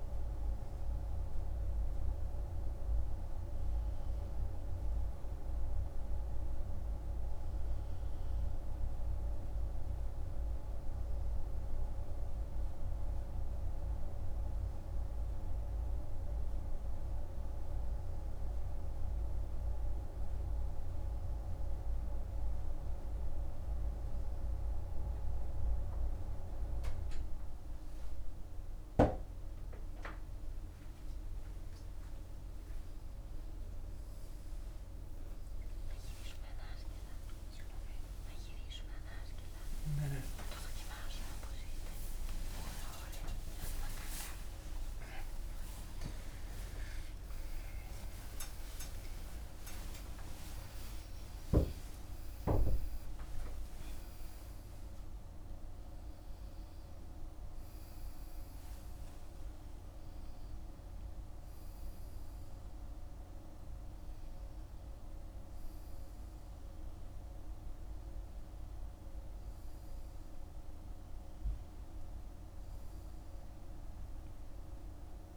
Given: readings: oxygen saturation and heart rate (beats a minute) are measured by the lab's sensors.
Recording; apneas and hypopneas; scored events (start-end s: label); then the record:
a person partly awake in a sleep study, by a room microphone; none
39.00-69.00 s: new sleep stage, awake
40.00-56.00 s: tachycardia (device-marked, heart rate 52 before, 140 extreme)
69.00-75.37 s: new sleep stage, N1 (lightest sleep)
From the record:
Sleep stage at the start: N3 (deep sleep); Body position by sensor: on the right side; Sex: male